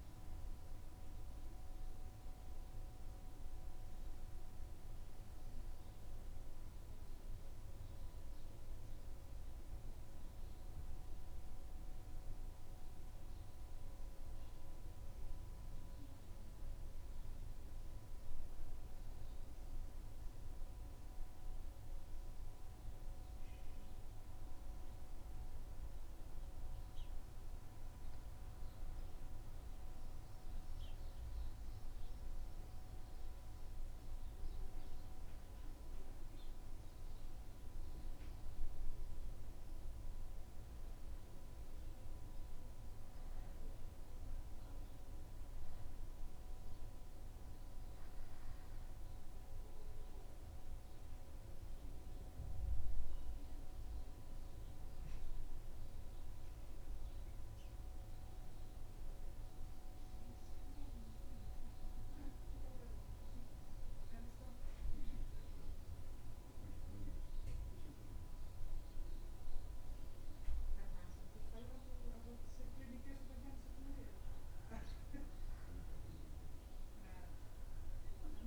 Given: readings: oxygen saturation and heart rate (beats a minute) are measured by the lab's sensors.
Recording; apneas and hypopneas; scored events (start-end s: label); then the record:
breathing in sleep, hard to hear, by a room microphone; 2
5.00-26.00 s: obstructive apnea (oxygen 98% before, 88% lowest, heart rate 77 before, 77 extreme, up 0 after)
18.00-24.00 s: oxygen desaturation (device-marked, oxygen 98% before, 95% lowest, heart rate 77 before, 77 extreme)
29.00-33.50 s: arousal
45.00-78.47 s: new sleep stage, N2 (light sleep)
52.50-73.50 s: mixed apnea (oxygen 95% before, 88% lowest, heart rate 78 before, 77 extreme, up 0 after)
54.00-78.00 s: oxygen desaturation (device-marked, oxygen 92% before, 88% lowest, heart rate 78 before, 77 extreme)
76.00-78.47 s: arousal
From the record:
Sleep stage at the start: N1 (lightest sleep); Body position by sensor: on the back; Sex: male